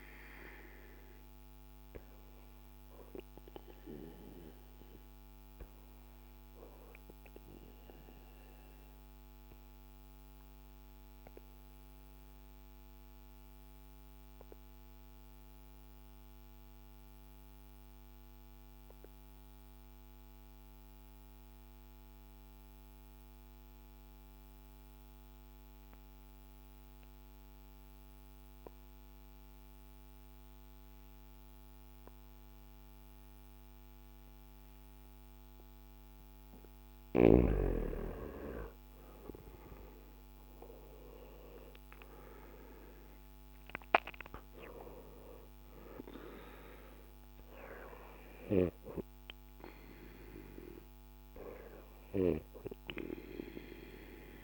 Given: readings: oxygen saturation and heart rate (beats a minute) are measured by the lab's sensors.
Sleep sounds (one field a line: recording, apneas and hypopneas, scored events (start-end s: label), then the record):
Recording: breathing in sleep by a microphone on the trachea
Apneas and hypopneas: 1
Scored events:
4.50-36.00 s: obstructive apnea (oxygen 97% before, 90% lowest, heart rate 60 before, 55 extreme, up 8 after)
17.50-38.50 s: oxygen desaturation (device-marked, oxygen 97% before, 91% lowest, heart rate 59 before, 55 extreme)
40.00-44.50 s: arousal
From the record:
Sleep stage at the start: N2 (light sleep)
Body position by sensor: on the back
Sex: male